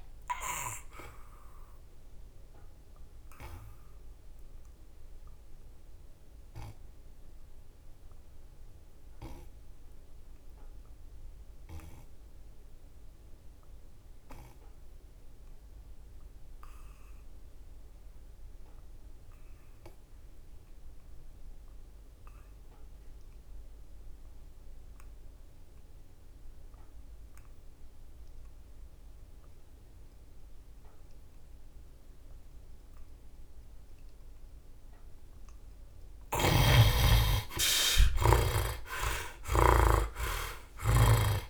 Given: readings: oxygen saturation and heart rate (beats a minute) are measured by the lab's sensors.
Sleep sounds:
breathing in sleep by a room microphone; 1
0.00-10.50 s: oxygen desaturation (device-marked, oxygen 61% lowest, heart rate 70 extreme)
1.50-33.00 s: obstructive apnea (oxygen 97% before, 56% lowest, heart rate 75 before, 66 extreme, up 11 after)
22.50-41.50 s: oxygen desaturation (device-marked, oxygen 81% before, 56% lowest, heart rate 76 before, 66 extreme)
36.00-39.50 s: snoring (device-marked)
36.00-40.00 s: arousal
From the record:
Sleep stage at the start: N2 (light sleep); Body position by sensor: on the back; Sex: male

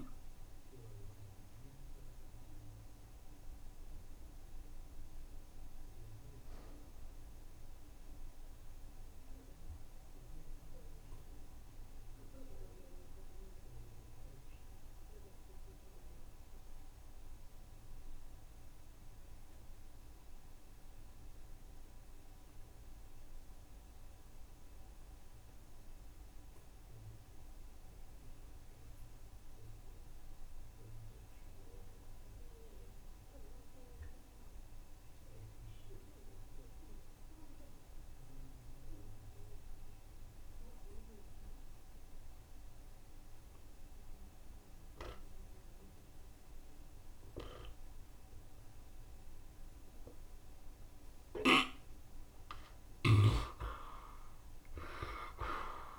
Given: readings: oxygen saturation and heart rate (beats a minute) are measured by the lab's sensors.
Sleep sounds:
breathing in sleep by a room microphone; 1
0.00-16.50 s: oxygen desaturation (device-marked, oxygen 61% lowest, heart rate 66 extreme)
2.00-51.00 s: obstructive apnea (oxygen 90% before, 58% lowest, heart rate 69 before, 66 extreme, up 7 after)
21.50-55.99 s: oxygen desaturation (device-marked, oxygen 91% before, 58% lowest, heart rate 68 before, 66 extreme)
53.00-55.99 s: arousal
From the record:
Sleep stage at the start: N2 (light sleep); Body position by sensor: on the right side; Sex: male

